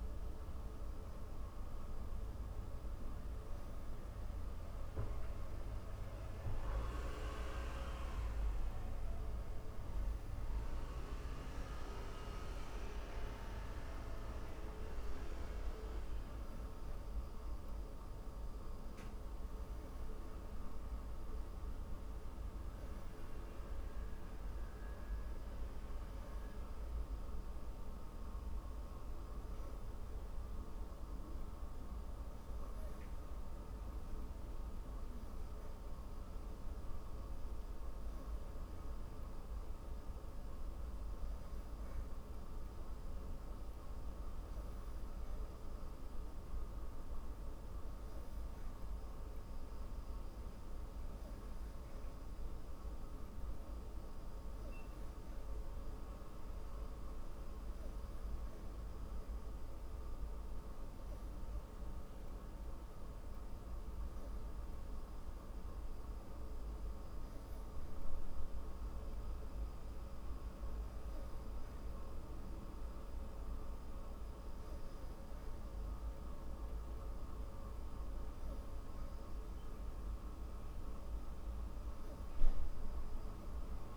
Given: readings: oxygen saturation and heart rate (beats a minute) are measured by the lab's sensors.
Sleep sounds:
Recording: breathing in sleep, hard to hear, by a room microphone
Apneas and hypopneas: none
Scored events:
none scored
From the record:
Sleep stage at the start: N3 (deep sleep)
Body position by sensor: on the back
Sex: female

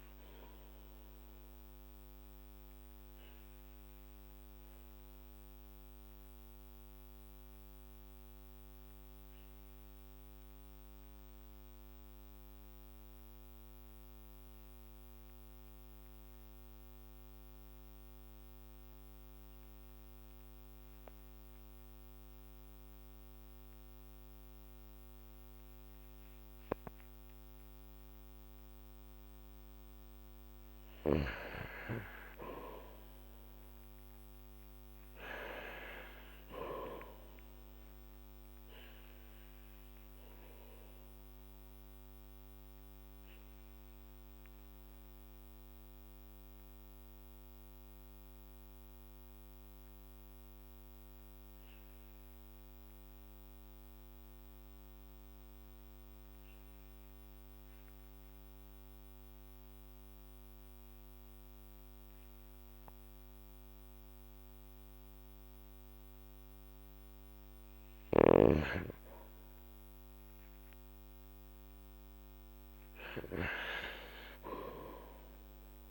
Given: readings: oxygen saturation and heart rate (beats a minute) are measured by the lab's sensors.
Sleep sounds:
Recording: breathing in sleep by a microphone on the trachea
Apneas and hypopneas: 2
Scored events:
0.50-28.00 s: obstructive apnea (oxygen 98% before, 94% lowest, heart rate 53 before, 45 extreme, up 6 after)
22.00-36.00 s: oxygen desaturation (device-marked, oxygen 98% before, 95% lowest, heart rate 49 before, 45 extreme)
31.50-35.50 s: arousal
36.00-38.00 s: long interval between heartbeats (device-marked, heart rate 52 before, 64 extreme)
39.50-67.00 s: obstructive apnea (oxygen 98% before, 92% lowest, heart rate 55 before, 45 extreme, up 7 after)
67.00-75.91 s: oxygen desaturation (device-marked, oxygen 97% before, 94% lowest, heart rate 47 before, 47 extreme)
70.00-72.50 s: arousal
From the record:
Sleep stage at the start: N2 (light sleep)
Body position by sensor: on the back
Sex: male

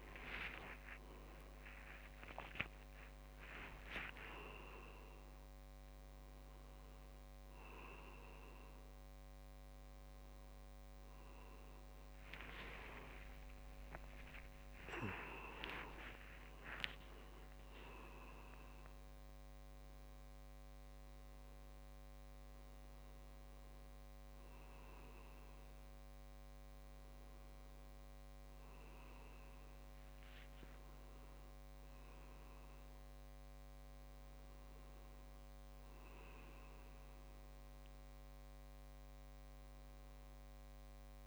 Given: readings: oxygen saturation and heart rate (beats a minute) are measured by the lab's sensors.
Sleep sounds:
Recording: a person awake in a sleep study, by a microphone on the trachea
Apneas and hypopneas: none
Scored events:
0.50-5.50 s: leg movement (device-marked)
13.50-19.00 s: leg movement (device-marked)
26.50-38.50 s: tachycardia (device-marked)
From the record:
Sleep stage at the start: awake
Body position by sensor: on the back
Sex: male

